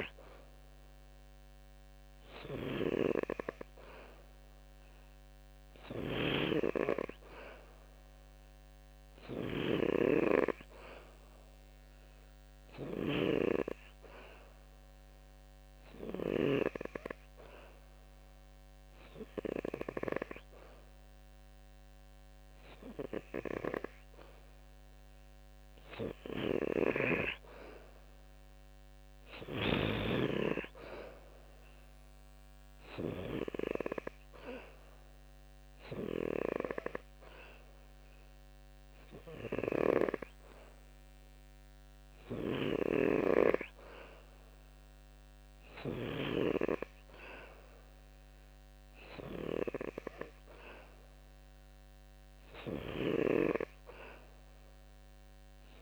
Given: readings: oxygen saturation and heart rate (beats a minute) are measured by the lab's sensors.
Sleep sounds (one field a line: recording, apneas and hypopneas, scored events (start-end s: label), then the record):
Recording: breathing in sleep by a microphone on the trachea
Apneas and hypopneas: none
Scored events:
2.00-16.00 s: snoring (device-marked)
26.00-29.50 s: snoring (device-marked)
39.00-46.00 s: snoring (device-marked)
From the record:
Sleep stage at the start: N2 (light sleep)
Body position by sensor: on the back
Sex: male